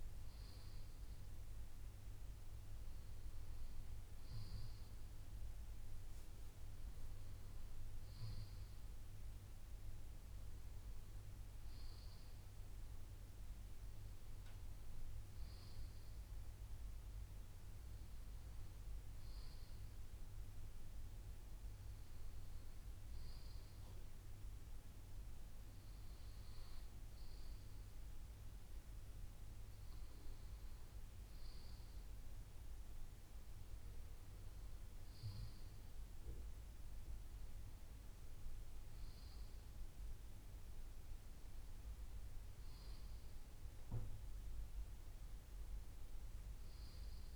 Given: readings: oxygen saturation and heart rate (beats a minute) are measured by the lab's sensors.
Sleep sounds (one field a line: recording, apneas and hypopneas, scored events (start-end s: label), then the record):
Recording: breathing in sleep, hard to hear, by a room microphone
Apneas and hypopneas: none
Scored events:
none scored
From the record:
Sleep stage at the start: N2 (light sleep)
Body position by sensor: on the left side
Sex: male